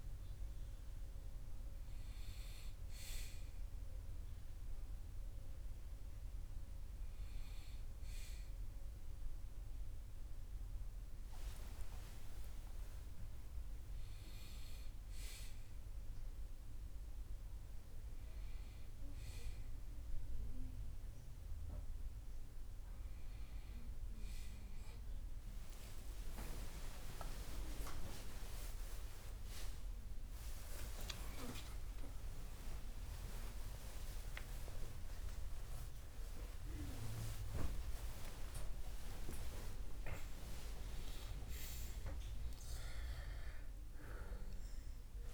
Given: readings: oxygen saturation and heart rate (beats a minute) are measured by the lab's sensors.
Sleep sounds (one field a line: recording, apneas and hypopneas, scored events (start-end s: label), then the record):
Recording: a person awake in a sleep study, by a room microphone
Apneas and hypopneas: none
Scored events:
none scored
From the record:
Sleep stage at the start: awake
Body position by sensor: on the back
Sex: male